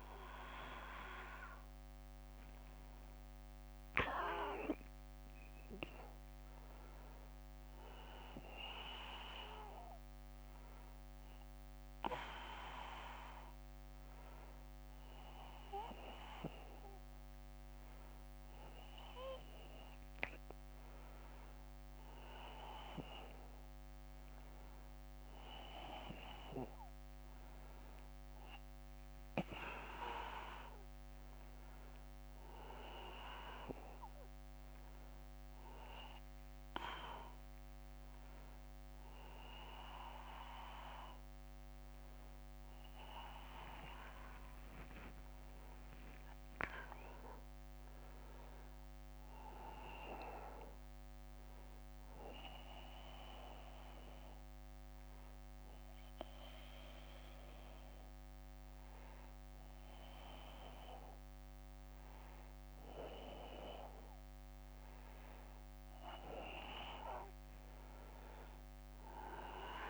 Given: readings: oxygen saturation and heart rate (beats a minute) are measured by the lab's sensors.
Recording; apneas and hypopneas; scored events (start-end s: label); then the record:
breathing in sleep by a microphone on the trachea; 1
42.50-46.00 s: arousal
51.50-63.50 s: hypopnea (oxygen 96% before, 92% lowest, heart rate 67 before, 66 extreme, up 3 after)
66.50-69.90 s: arousal
From the record:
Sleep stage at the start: N1 (lightest sleep); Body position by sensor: on the back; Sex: male